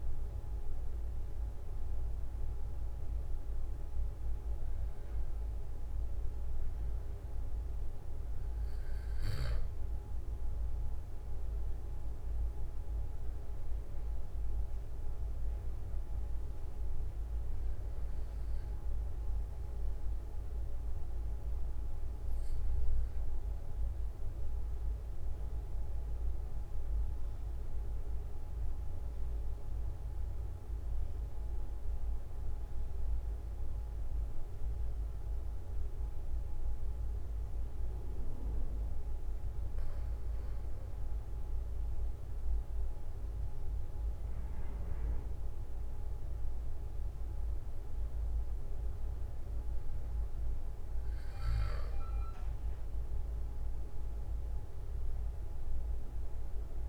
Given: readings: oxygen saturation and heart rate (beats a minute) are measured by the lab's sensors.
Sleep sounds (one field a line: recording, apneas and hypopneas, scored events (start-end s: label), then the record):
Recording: breathing in sleep, hard to hear, by a room microphone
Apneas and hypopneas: 1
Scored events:
0.00-2.00 s: arousal
0.00-28.50 s: oxygen desaturation (device-marked, oxygen 91% lowest, heart rate 45 extreme)
23.00-39.50 s: mixed apnea (oxygen 96% before, 92% lowest, heart rate 46 before, 43 extreme, up 3 after)
41.00-46.50 s: arousal
49.50-56.89 s: oxygen desaturation (device-marked, oxygen 97% before, 93% lowest, heart rate 46 before, 43 extreme)
From the record:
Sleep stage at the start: N2 (light sleep)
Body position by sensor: on the back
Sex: male